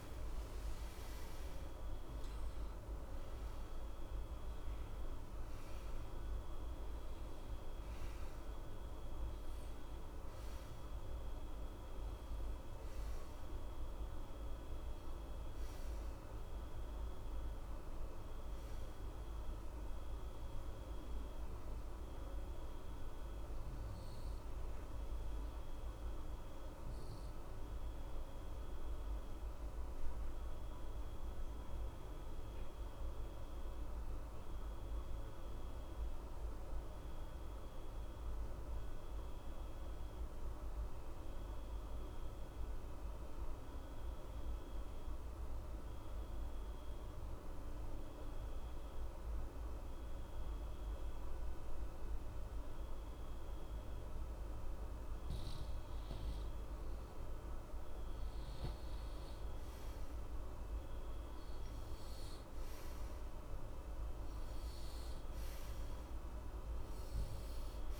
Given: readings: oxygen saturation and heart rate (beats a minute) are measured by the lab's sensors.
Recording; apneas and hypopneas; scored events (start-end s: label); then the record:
breathing in sleep, hard to hear, by a room microphone; 1
23.50-55.00 s: obstructive apnea (oxygen 93% before, 89% lowest, heart rate 62 before, 61 extreme, up 0 after)
52.50-68.00 s: oxygen desaturation (device-marked, oxygen 96% before, 89% lowest, heart rate 61 before, 61 extreme)
57.50-61.00 s: arousal
From the record:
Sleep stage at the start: N2 (light sleep); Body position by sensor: on the right side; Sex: male